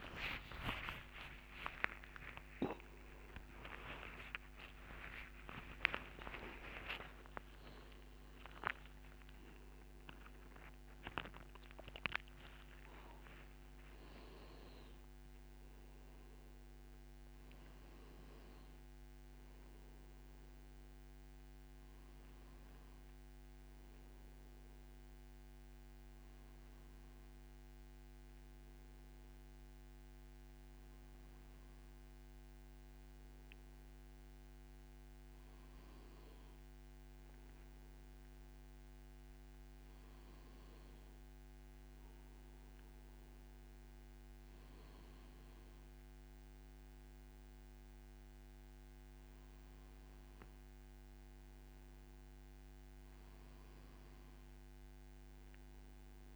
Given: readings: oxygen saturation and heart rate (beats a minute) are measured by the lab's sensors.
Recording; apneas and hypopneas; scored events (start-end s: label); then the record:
a person awake in a sleep study, by a microphone on the trachea; none
0.00-5.00 s: tachycardia (device-marked, heart rate 132 extreme)
36.00-56.36 s: new sleep stage, N1 (lightest sleep)
From the record:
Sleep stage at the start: awake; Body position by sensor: on the back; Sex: male